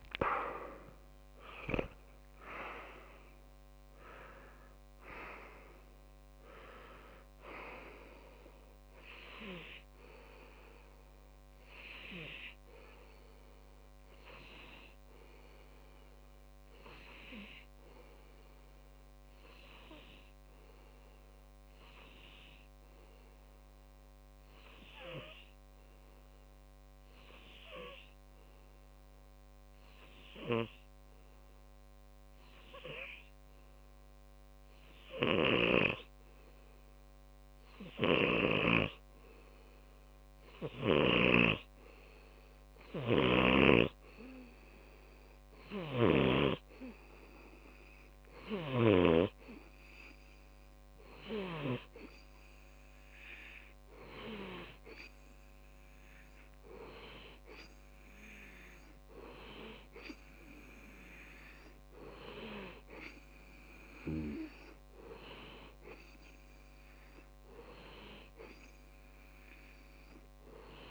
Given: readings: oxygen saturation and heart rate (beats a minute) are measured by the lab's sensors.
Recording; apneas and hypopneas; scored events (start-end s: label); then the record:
breathing in sleep by a microphone on the trachea; 1
14.50-38.00 s: obstructive apnea (oxygen 97% before, 93% lowest)
41.50-44.50 s: arousal
52.50-70.91 s: oxygen desaturation (device-marked, oxygen 98% before, 93% lowest)
From the record:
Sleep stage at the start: N2 (light sleep); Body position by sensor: on the back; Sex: male